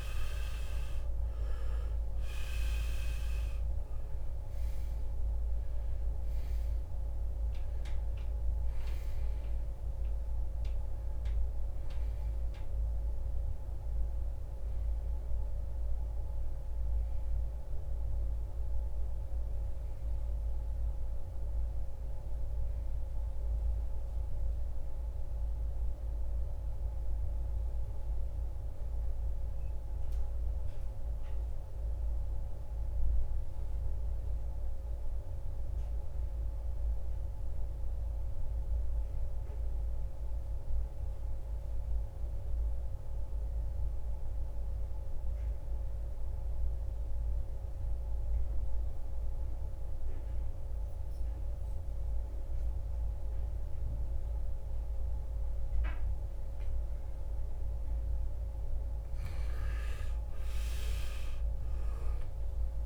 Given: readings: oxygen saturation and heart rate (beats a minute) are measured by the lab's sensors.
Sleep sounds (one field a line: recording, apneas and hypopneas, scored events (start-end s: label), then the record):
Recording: breathing in sleep, hard to hear, by a room microphone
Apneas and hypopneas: 1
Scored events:
0.00-32.50 s: oxygen desaturation (device-marked, oxygen 83% lowest, heart rate 63 extreme)
23.50-57.00 s: mixed apnea (oxygen 95% before, 80% lowest, heart rate 83 before, 63 extreme, up 10 after)
52.50-62.86 s: oxygen desaturation (device-marked, oxygen 98% before, 80% lowest, heart rate 71 before, 58 extreme)
59.50-62.86 s: arousal
From the record:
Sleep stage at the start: N2 (light sleep)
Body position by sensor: on the right side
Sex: male